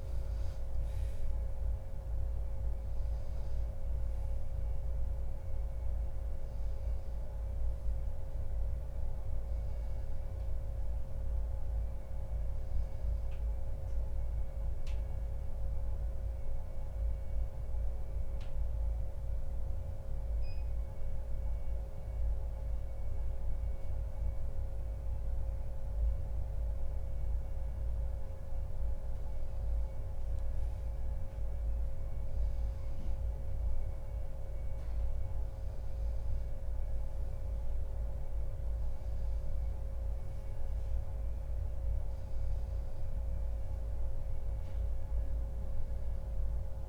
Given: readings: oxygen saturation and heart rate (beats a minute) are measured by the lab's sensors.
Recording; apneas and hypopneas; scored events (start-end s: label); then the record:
breathing in sleep, hard to hear, by a room microphone; none
none scored
From the record:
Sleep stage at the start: N1 (lightest sleep); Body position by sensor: on the back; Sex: male